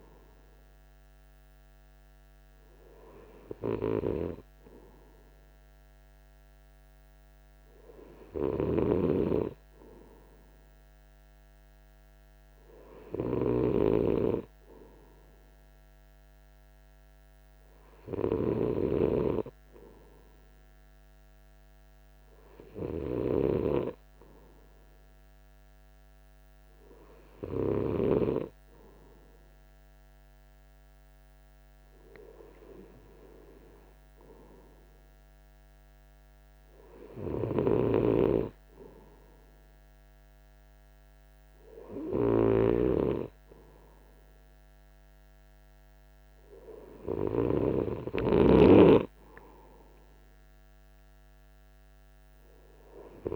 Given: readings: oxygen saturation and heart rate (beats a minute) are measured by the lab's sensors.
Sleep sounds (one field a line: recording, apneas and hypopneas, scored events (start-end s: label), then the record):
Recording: breathing in sleep by a microphone on the trachea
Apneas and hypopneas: none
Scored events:
none scored
From the record:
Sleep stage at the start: N3 (deep sleep)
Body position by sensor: on the right side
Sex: male